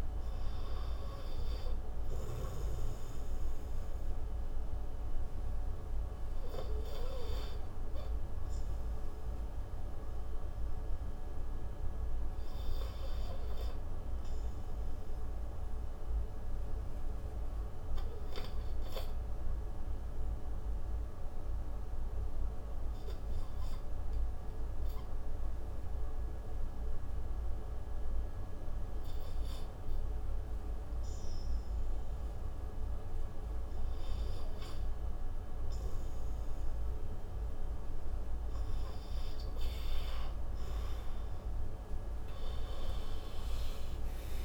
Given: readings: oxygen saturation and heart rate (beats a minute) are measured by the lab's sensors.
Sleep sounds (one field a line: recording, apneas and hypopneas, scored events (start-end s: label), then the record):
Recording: breathing in sleep, hard to hear, by a room microphone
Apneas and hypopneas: 1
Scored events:
8.00-33.50 s: obstructive apnea (oxygen 89% before, 84% lowest)
29.50-44.45 s: new sleep stage, N2 (light sleep)
43.00-44.45 s: arousal
From the record:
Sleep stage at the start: REM sleep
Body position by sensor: on the right side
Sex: male